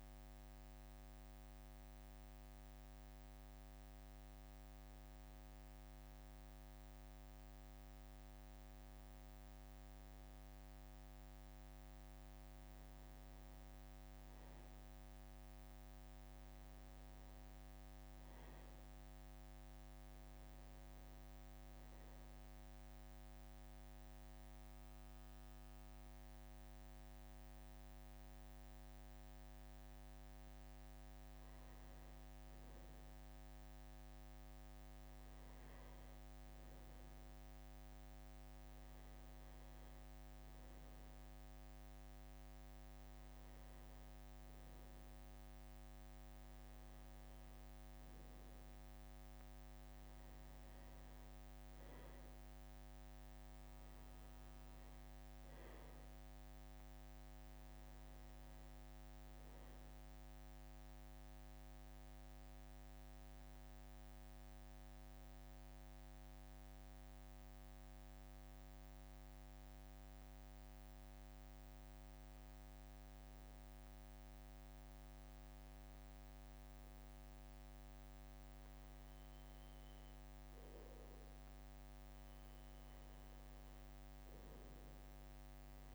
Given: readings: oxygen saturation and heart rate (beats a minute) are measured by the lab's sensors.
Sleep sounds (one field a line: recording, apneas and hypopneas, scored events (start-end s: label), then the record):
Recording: breathing in sleep, hard to hear, by a microphone on the trachea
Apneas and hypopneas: 2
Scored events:
20.00-33.00 s: hypopnea (oxygen 98% before, 94% lowest, heart rate 63 before, 63 extreme, up 1 after)
37.50-42.00 s: arousal
61.50-78.50 s: hypopnea (oxygen 96% before, 92% lowest, heart rate 64 before, 62 extreme, up 1 after)
83.00-85.94 s: arousal
From the record:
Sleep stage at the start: N2 (light sleep)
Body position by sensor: on the back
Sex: male